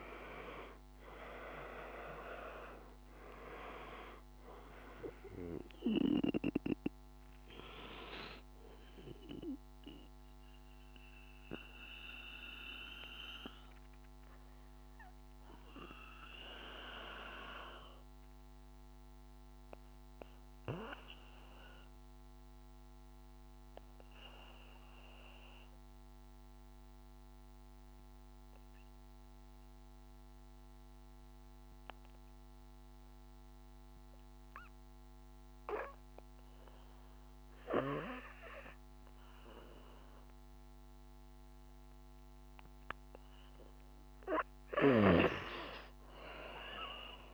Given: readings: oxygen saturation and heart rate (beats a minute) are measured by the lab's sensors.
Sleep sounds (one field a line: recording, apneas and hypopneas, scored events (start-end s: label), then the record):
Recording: breathing in sleep by a microphone on the trachea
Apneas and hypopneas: 1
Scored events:
0.00-27.00 s: oxygen desaturation (device-marked, oxygen 90% lowest, heart rate 49 extreme)
8.50-41.00 s: obstructive apnea (oxygen 97% before, 89% lowest, heart rate 53 before, 49 extreme, up 1 after)
45.50-47.34 s: arousal
46.00-47.34 s: oxygen desaturation (device-marked, oxygen 97% before, 89% lowest, heart rate 53 before, 50 extreme)
From the record:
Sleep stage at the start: N2 (light sleep)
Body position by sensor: on the back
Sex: male